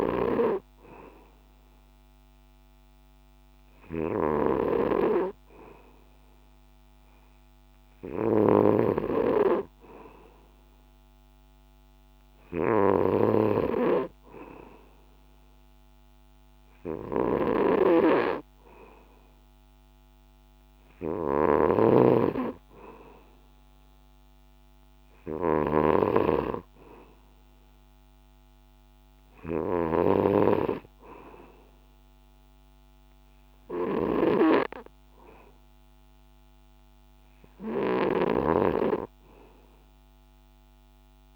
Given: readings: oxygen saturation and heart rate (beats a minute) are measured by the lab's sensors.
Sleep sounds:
breathing in sleep by a microphone on the trachea; none
0.00-41.36 s: snoring (device-marked)
From the record:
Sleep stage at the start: N2 (light sleep); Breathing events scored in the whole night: 112 in 6.8 hours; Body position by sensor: on the back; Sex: male

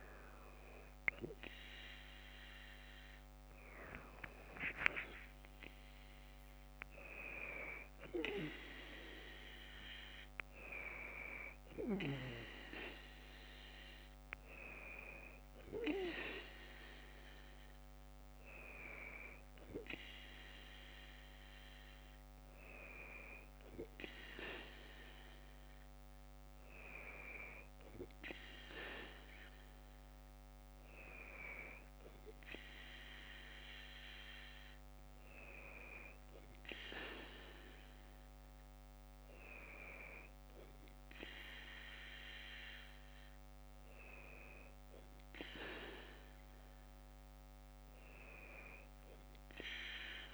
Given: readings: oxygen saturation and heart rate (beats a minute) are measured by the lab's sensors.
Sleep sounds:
breathing in sleep by a microphone on the trachea; none
none scored
From the record:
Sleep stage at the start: N2 (light sleep); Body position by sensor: on the left side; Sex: female

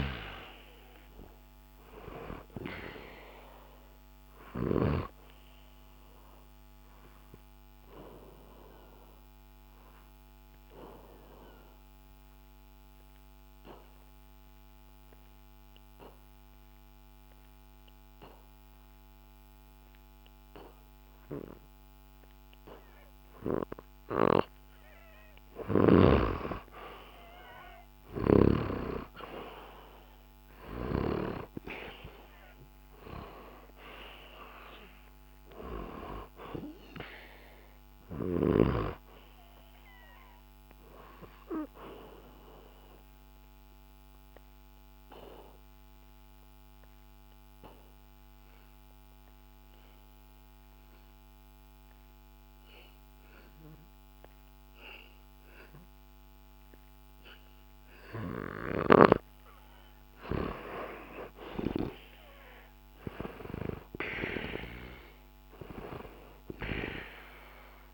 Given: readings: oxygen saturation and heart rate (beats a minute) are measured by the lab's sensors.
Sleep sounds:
breathing in sleep by a microphone on the trachea; 2
0.00-1.00 s: arousal
2.00-29.00 s: oxygen desaturation (device-marked, oxygen 97% before, 91% lowest, heart rate 67 before, 64 extreme)
5.00-24.50 s: obstructive apnea (oxygen 97% before, 89% lowest, heart rate 67 before, 64 extreme)
27.50-32.00 s: arousal
36.00-52.00 s: oxygen desaturation (device-marked, oxygen 98% before, 91% lowest, heart rate 67 before, 65 extreme)
41.50-58.50 s: obstructive apnea (oxygen 98% before, 89% lowest, heart rate 67 before, 65 extreme)
60.50-63.50 s: arousal
63.00-67.94 s: oxygen desaturation (device-marked, oxygen 97% before, 89% lowest, heart rate 68 before, 64 extreme)
From the record:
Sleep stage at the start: N2 (light sleep); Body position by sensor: on the back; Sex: male

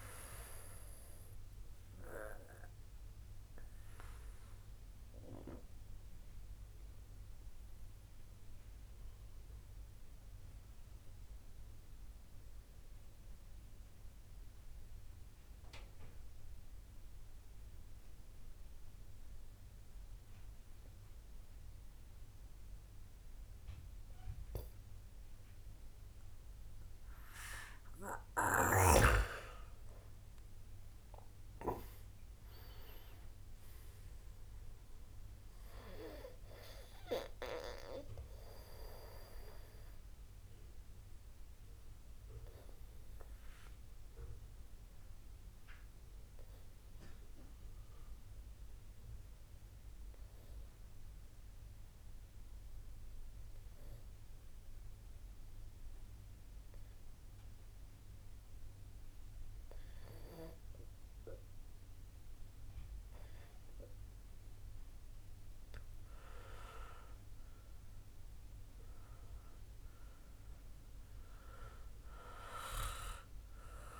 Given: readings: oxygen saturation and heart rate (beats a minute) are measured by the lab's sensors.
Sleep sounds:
breathing in sleep by a room microphone; 2
0.00-16.00 s: oxygen desaturation (device-marked, oxygen 85% lowest, heart rate 52 extreme)
2.00-27.00 s: obstructive apnea (oxygen 97% before, 85% lowest, heart rate 61 before, 60 extreme, up 17 after)
27.00-51.00 s: oxygen desaturation (device-marked, oxygen 97% before, 86% lowest)
30.00-34.50 s: arousal
40.50-64.00 s: obstructive apnea (oxygen 97% before, 85% lowest)
64.00-74.00 s: oxygen desaturation (device-marked, oxygen 96% before, 85% lowest)
67.50-71.00 s: arousal
From the record:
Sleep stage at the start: N2 (light sleep); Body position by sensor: on the back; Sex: male

